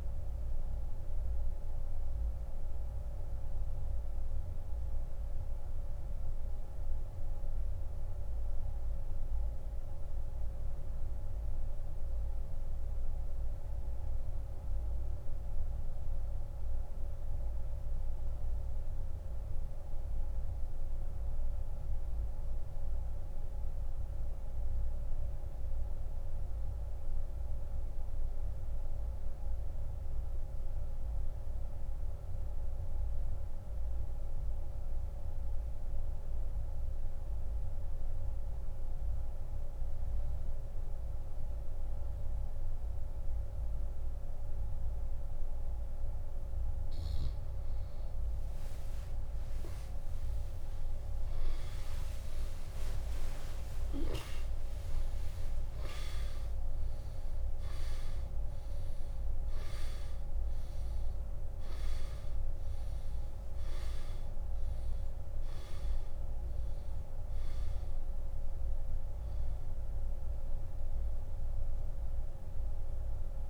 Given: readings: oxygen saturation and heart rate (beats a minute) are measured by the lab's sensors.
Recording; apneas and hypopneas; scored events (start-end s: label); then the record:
breathing in sleep, hard to hear, by a room microphone; 1
4.50-46.00 s: mixed apnea (oxygen 97% before, 82% lowest)
17.50-36.50 s: oxygen desaturation (device-marked, oxygen 92% before, 85% lowest)
48.50-57.50 s: oxygen desaturation (device-marked, oxygen 98% before, 94% lowest)
49.50-56.00 s: arousal
63.50-73.50 s: oxygen desaturation (device-marked, oxygen 95% before, 82% lowest)
From the record:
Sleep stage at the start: N2 (light sleep); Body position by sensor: on the back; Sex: male